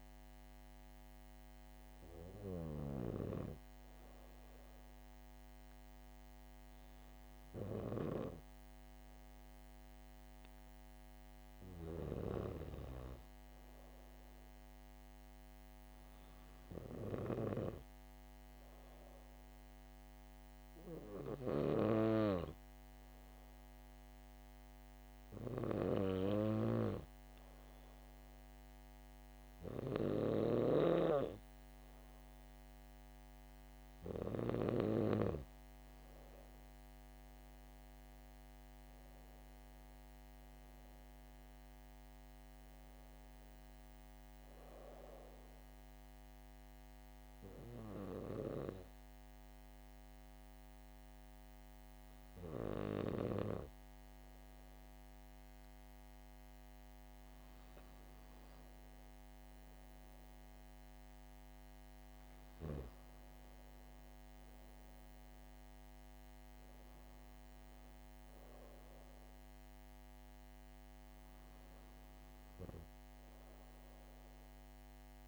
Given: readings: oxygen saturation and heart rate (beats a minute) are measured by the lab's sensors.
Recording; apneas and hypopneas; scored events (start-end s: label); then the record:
breathing in sleep by a microphone on the trachea; none
none scored
From the record:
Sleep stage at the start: N2 (light sleep); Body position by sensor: on the back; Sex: female